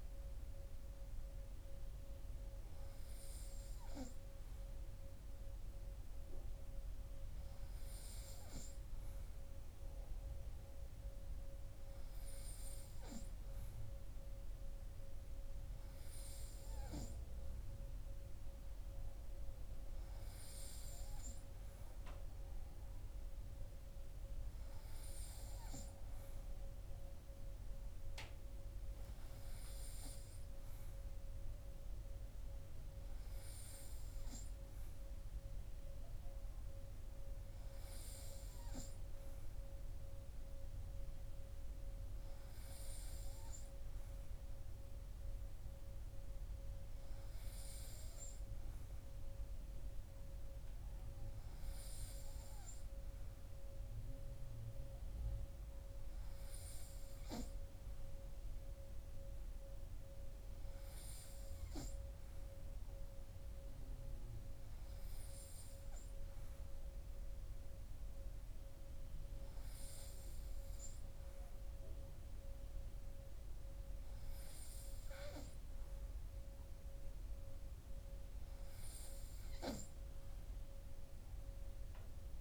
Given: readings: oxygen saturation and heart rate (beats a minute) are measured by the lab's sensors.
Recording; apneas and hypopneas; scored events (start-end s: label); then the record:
breathing in sleep, hard to hear, by a room microphone; none
none scored
From the record:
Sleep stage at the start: N3 (deep sleep); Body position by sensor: on the right side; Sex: male